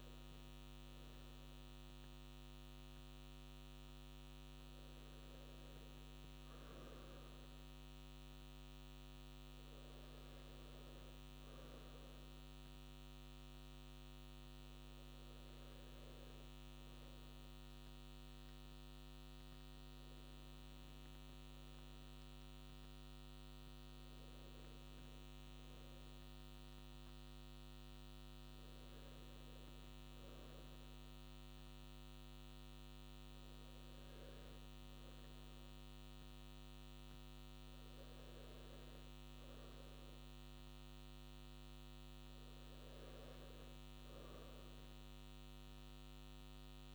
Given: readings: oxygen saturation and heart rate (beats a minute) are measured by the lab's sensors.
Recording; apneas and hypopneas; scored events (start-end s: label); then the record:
breathing in sleep, hard to hear, by a microphone on the trachea; none
none scored
From the record:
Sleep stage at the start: N2 (light sleep); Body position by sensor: on the right side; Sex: male